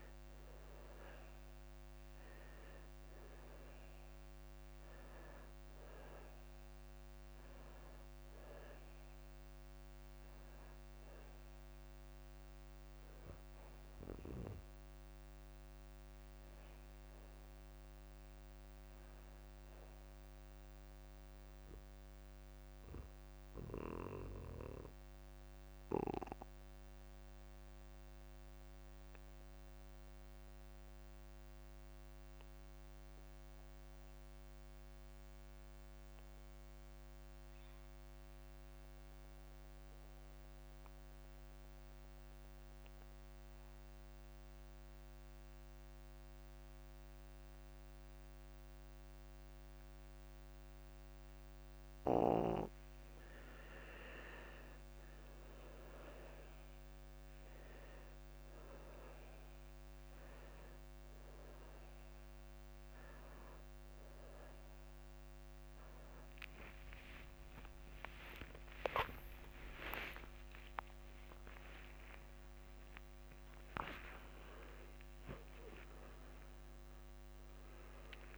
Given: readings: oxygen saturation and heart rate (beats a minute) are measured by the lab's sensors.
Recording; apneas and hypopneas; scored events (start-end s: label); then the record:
breathing in sleep by a microphone on the trachea; 1
0.00-1.00 s: arousal
0.00-26.50 s: oxygen desaturation (device-marked, oxygen 86% lowest)
23.50-53.50 s: obstructive apnea (oxygen 96% before, 81% lowest)
44.50-78.38 s: oxygen desaturation (device-marked, oxygen 97% before, 81% lowest)
66.50-73.00 s: arousal
66.50-77.50 s: tachycardia (device-marked)
70.00-72.00 s: long interval between heartbeats (device-marked)
72.50-74.50 s: long interval between heartbeats (device-marked)
75.50-77.50 s: long interval between heartbeats (device-marked, heart rate 49 before, 130 extreme)
77.50-78.38 s: new sleep stage, N1 (lightest sleep)
From the record:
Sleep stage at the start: N2 (light sleep); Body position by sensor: on the back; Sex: male